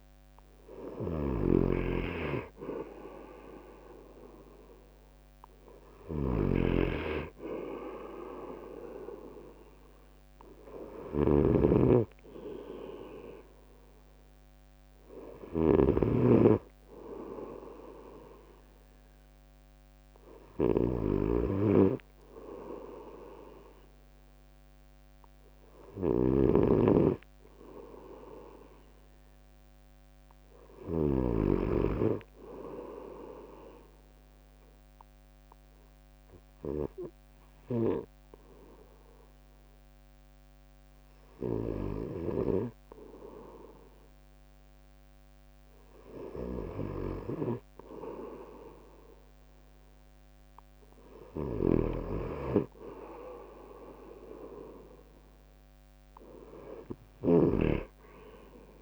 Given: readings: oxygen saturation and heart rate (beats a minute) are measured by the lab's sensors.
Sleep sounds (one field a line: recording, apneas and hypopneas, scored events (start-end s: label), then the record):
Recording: breathing in sleep by a microphone on the trachea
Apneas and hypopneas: none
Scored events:
53.00-58.82 s: drop in pulse transit time (device-marked, heart rate 59 before, 63 extreme)
From the record:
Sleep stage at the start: N2 (light sleep)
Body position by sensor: on the right side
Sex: male